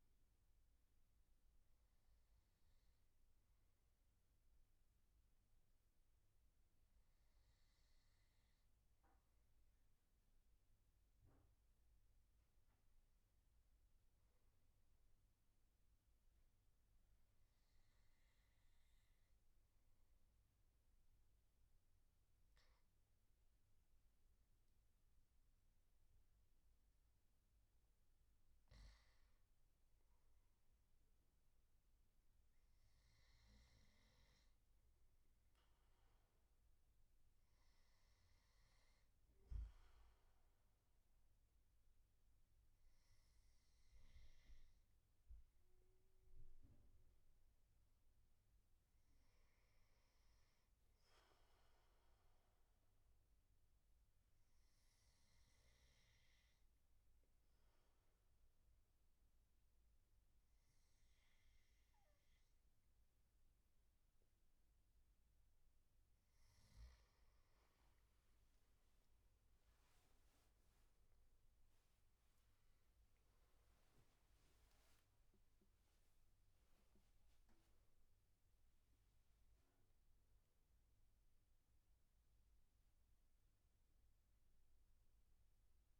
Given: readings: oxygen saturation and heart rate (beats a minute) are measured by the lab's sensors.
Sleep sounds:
breathing in sleep, hard to hear, by a room microphone; none
76.00-81.00 s: arousal
From the record:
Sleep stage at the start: N2 (light sleep); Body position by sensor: on the right side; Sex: male

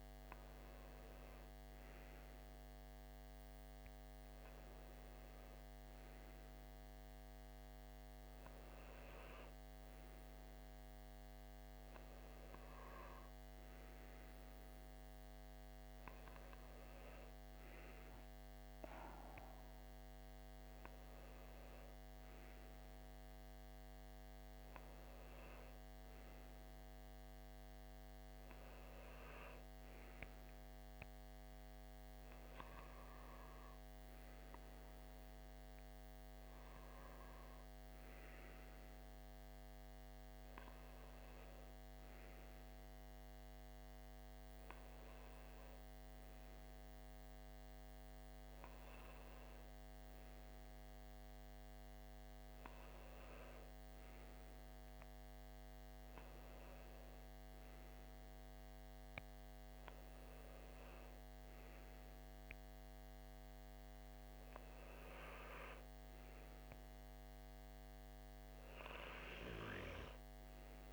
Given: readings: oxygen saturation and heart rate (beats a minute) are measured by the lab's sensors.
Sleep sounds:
breathing in sleep, hard to hear, by a microphone on the trachea; none
17.50-70.93 s: new sleep stage, N2 (light sleep)
From the record:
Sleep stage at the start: N1 (lightest sleep); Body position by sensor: on the left side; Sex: male

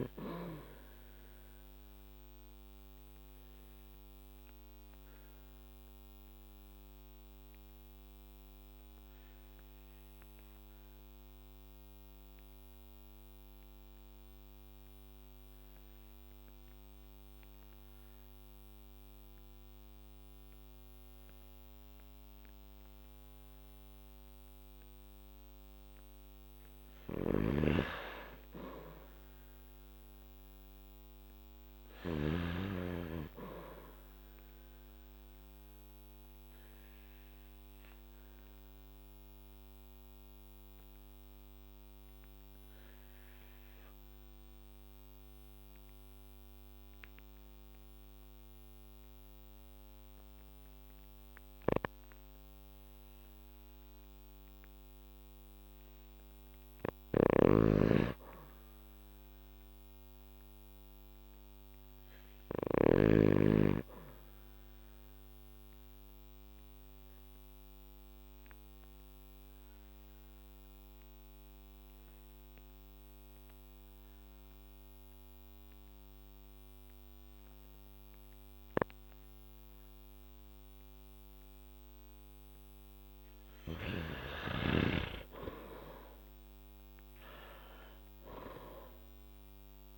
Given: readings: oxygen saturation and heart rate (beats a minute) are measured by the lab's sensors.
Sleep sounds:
breathing in sleep by a microphone on the trachea; 3
0.00-5.50 s: oxygen desaturation (device-marked, oxygen 92% lowest, heart rate 49 extreme)
3.00-25.00 s: obstructive apnea (oxygen 97% before, 90% lowest, heart rate 54 before, 48 extreme, up 7 after)
21.50-30.50 s: oxygen desaturation (device-marked, oxygen 96% before, 90% lowest, heart rate 53 before, 48 extreme)
27.00-32.50 s: snoring (device-marked)
28.50-32.00 s: arousal
36.00-53.50 s: obstructive apnea (oxygen 96% before, 91% lowest, heart rate 54 before, 48 extreme, up 8 after)
51.50-63.00 s: snoring (device-marked)
53.50-62.50 s: oxygen desaturation (device-marked, oxygen 97% before, 91% lowest, heart rate 54 before, 51 extreme)
59.50-63.00 s: arousal
65.50-82.50 s: obstructive apnea (oxygen 97% before, 90% lowest, heart rate 53 before, 45 extreme, up 12 after)
83.50-89.98 s: oxygen desaturation (device-marked, oxygen 97% before, 91% lowest, heart rate 54 before, 45 extreme)
84.50-88.50 s: arousal
From the record:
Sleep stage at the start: N2 (light sleep); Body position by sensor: on the back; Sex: male

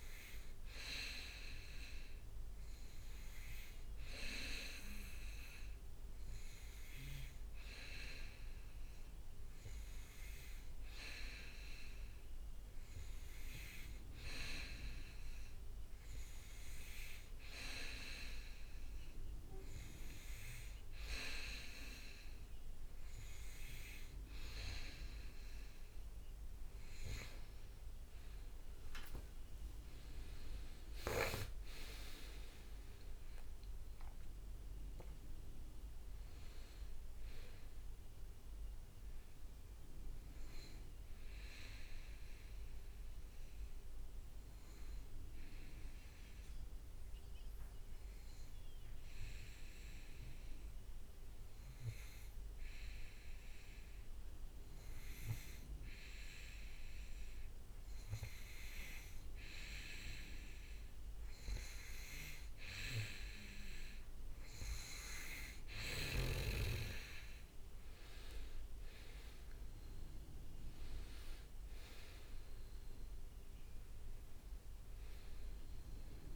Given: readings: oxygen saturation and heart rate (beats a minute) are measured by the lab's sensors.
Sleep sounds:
breathing in sleep by a room microphone; 1
3.00-8.00 s: leg movement (device-marked)
13.00-17.00 s: leg movement (device-marked)
23.50-27.50 s: leg movement (device-marked)
28.50-32.50 s: leg movement (device-marked)
30.00-33.50 s: arousal
32.50-37.00 s: leg movement (device-marked)
42.00-57.50 s: hypopnea (oxygen 97% before, 95% lowest, heart rate 70 before, 64 extreme, up 1 after)
46.50-54.50 s: leg movement (device-marked)
57.50-61.50 s: arousal
61.50-76.36 s: oxygen desaturation (device-marked, oxygen 99% before, 95% lowest, heart rate 65 before, 63 extreme)
62.50-68.00 s: leg movement (device-marked)
From the record:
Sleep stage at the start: N2 (light sleep); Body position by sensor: on the back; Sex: male

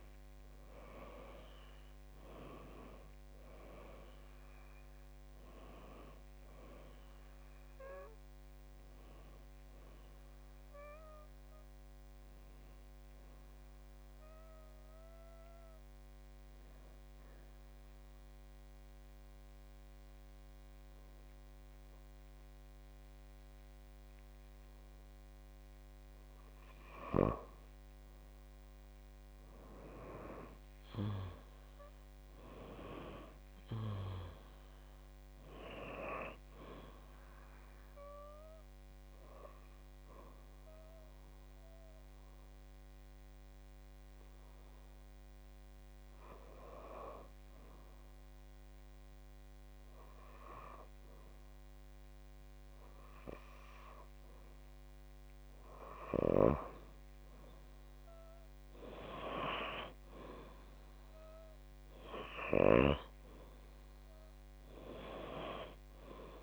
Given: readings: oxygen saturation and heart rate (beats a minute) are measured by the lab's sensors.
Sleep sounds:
breathing in sleep by a microphone on the trachea; 2
0.00-22.50 s: oxygen desaturation (device-marked, oxygen 91% lowest, heart rate 51 extreme)
14.50-27.00 s: obstructive apnea (oxygen 97% before, 91% lowest, heart rate 62 before, 52 extreme, up 11 after)
28.50-31.50 s: arousal
38.50-56.00 s: obstructive apnea (oxygen 98% before, 91% lowest, heart rate 56 before, 52 extreme, up 6 after)
58.00-61.50 s: arousal
From the record:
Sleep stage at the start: N2 (light sleep); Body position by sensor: on the back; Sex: female

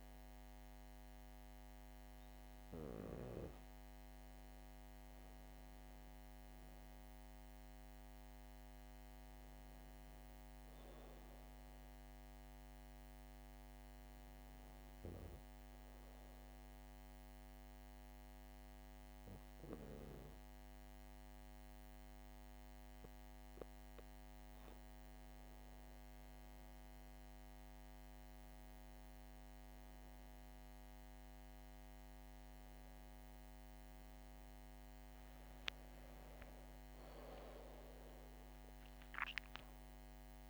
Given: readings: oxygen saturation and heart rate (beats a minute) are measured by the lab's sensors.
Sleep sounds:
breathing in sleep by a microphone on the trachea; none
35.50-40.50 s: arousal
From the record:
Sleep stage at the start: N2 (light sleep); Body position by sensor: on the back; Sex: female

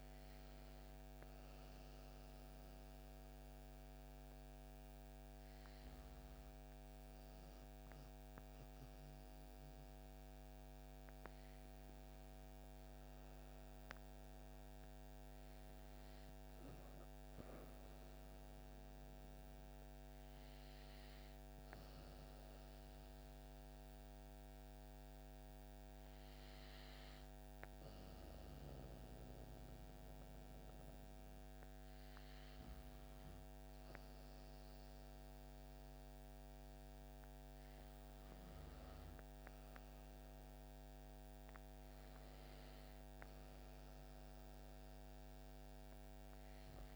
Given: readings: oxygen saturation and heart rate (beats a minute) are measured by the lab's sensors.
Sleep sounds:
breathing in sleep, hard to hear, by a microphone on the trachea; none
none scored
From the record:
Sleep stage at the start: N2 (light sleep); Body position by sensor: on the back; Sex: female

